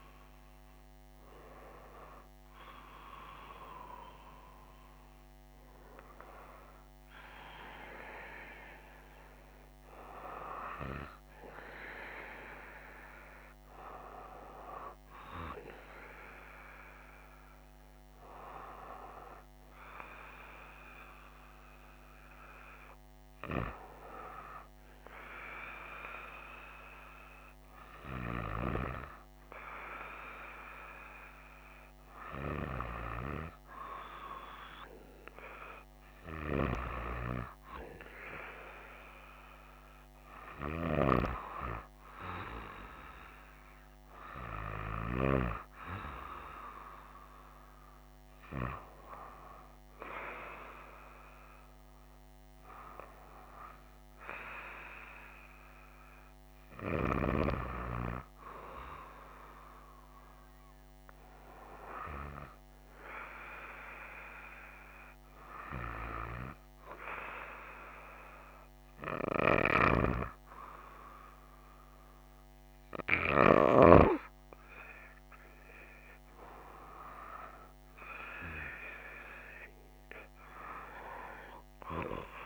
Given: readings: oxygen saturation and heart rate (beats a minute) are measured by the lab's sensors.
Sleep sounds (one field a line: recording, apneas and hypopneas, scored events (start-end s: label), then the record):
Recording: breathing in sleep by a microphone on the trachea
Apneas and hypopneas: none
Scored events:
51.50-82.46 s: new sleep stage, N2 (light sleep)
From the record:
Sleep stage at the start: N1 (lightest sleep)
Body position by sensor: on the right side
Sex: female